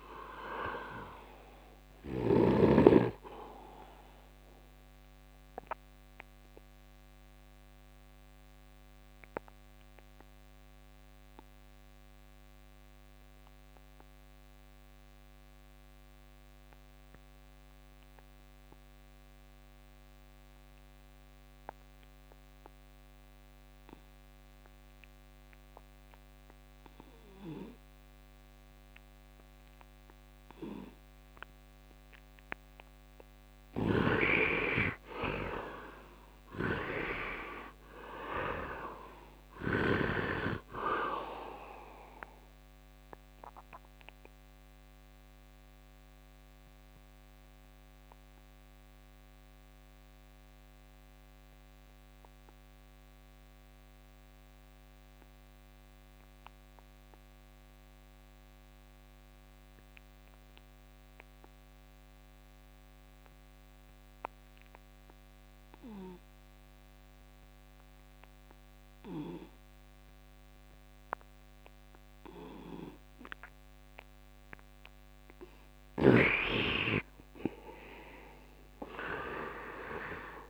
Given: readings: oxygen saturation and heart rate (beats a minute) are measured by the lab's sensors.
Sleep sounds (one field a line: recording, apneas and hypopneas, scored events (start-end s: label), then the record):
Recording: breathing in sleep by a microphone on the trachea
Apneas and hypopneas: 2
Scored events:
0.00-2.50 s: snoring (device-marked)
0.00-23.00 s: oxygen desaturation (device-marked, oxygen 75% lowest, heart rate 65 extreme)
5.50-33.00 s: obstructive apnea (oxygen 100% before, 72% lowest, heart rate 83 before, 57 extreme, up 20 after)
31.00-62.00 s: oxygen desaturation (device-marked, oxygen 100% before, 72% lowest, heart rate 72 before, 57 extreme)
33.50-40.00 s: snoring (device-marked)
34.50-38.50 s: arousal
44.00-74.50 s: obstructive apnea (oxygen 100% before, 72% lowest, heart rate 83 before, 57 extreme, up 18 after)
45.00-50.00 s: bradycardia (device-marked, heart rate 78 before, 57 extreme)
64.00-80.50 s: oxygen desaturation (device-marked, oxygen 100% before, 72% lowest, heart rate 67 before, 62 extreme)
76.00-80.50 s: arousal
From the record:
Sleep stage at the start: N2 (light sleep)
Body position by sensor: on the right side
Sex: male